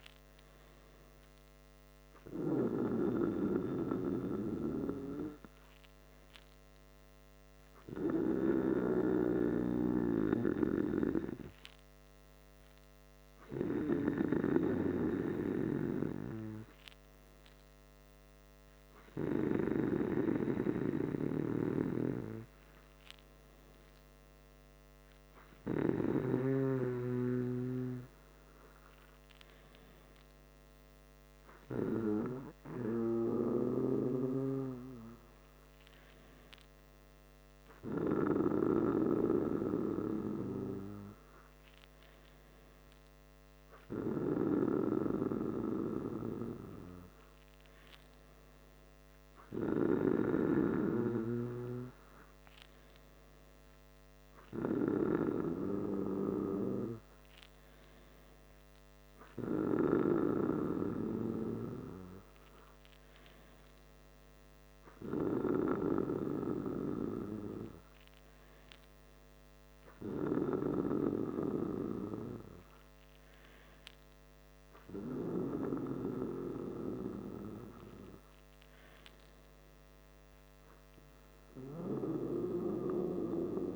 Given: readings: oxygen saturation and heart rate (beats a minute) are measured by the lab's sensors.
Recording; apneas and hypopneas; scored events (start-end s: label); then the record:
breathing in sleep by a microphone on the trachea; none
16.00-27.50 s: snoring (device-marked)
From the record:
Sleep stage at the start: N2 (light sleep); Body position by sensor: on the back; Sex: male